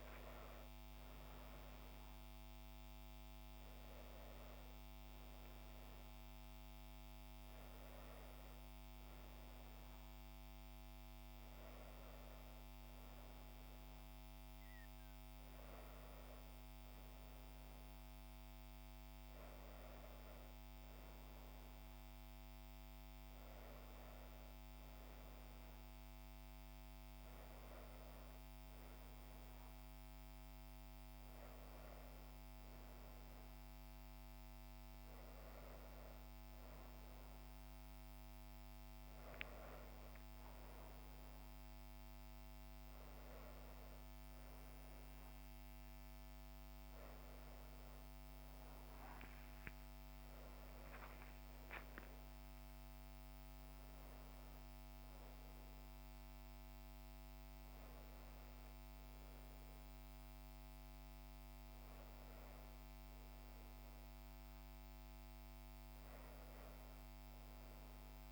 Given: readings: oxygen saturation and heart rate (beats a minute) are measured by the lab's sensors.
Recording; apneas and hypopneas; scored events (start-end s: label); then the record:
breathing in sleep, hard to hear, by a microphone on the trachea; none
48.50-52.50 s: arousal
From the record:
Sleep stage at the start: N1 (lightest sleep); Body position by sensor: on the back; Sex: female